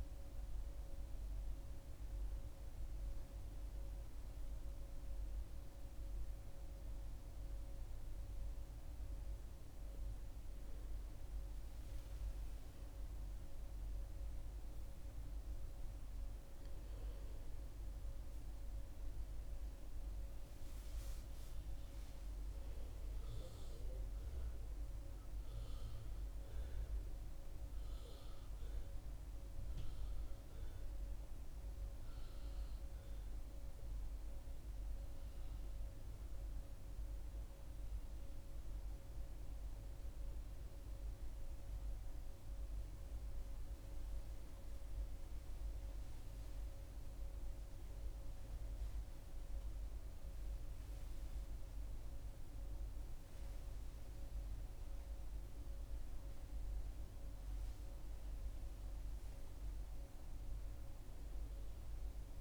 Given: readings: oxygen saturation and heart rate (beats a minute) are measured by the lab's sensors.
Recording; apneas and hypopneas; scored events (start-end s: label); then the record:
breathing in sleep, hard to hear, by a room microphone; none
11.50-15.50 s: arousal
From the record:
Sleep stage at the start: N1 (lightest sleep); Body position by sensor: on the back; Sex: female